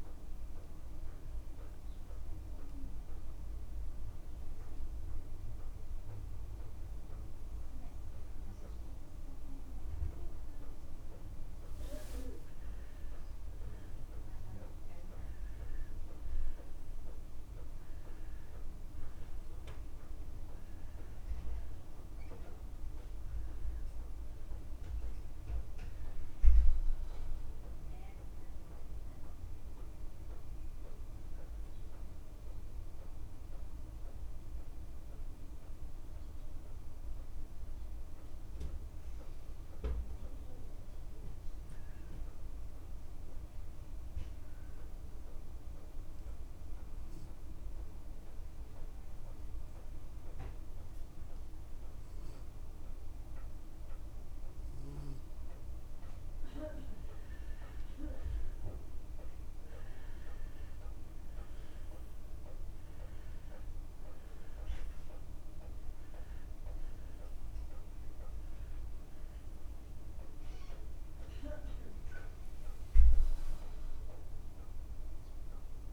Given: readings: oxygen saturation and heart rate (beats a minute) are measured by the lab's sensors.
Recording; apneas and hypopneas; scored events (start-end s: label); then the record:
breathing in sleep, hard to hear, by a room microphone; 3
0.00-23.50 s: oxygen desaturation (device-marked, oxygen 93% lowest, heart rate 26 extreme)
1.50-75.93 s: new sleep stage, N2 (light sleep)
2.00-12.00 s: hypopnea (oxygen 98% before, 92% lowest, heart rate 42 before, 26 extreme, up 24 after)
2.50-4.50 s: long interval between heartbeats (device-marked, heart rate 42 before, 34 extreme)
12.00-14.00 s: long interval between heartbeats (device-marked, heart rate 38 before, 57 extreme)
15.50-19.50 s: arousal
23.50-25.50 s: long interval between heartbeats (device-marked, heart rate 40 before, 40 extreme)
28.50-30.50 s: long interval between heartbeats (device-marked, heart rate 41 before, 49 extreme)
29.00-40.00 s: hypopnea (oxygen 95% before, 89% lowest, heart rate 41 before, 29 extreme, up 21 after)
39.00-41.00 s: long interval between heartbeats (device-marked, heart rate 37 before, 38 extreme)
41.00-43.00 s: long interval between heartbeats (device-marked, heart rate 38 before, 47 extreme)
42.00-45.00 s: arousal
43.00-45.00 s: long interval between heartbeats (device-marked, heart rate 40 before, 50 extreme)
47.50-58.50 s: hypopnea (oxygen 95% before, 89% lowest)
48.50-50.50 s: long interval between heartbeats (device-marked, heart rate 41 before, 40 extreme)
56.50-58.50 s: long interval between heartbeats (device-marked, heart rate 40 before, 43 extreme)
61.00-65.50 s: arousal
62.50-75.93 s: oxygen desaturation (device-marked, oxygen 95% before, 89% lowest)
From the record:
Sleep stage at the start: N1 (lightest sleep); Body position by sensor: on the back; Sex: male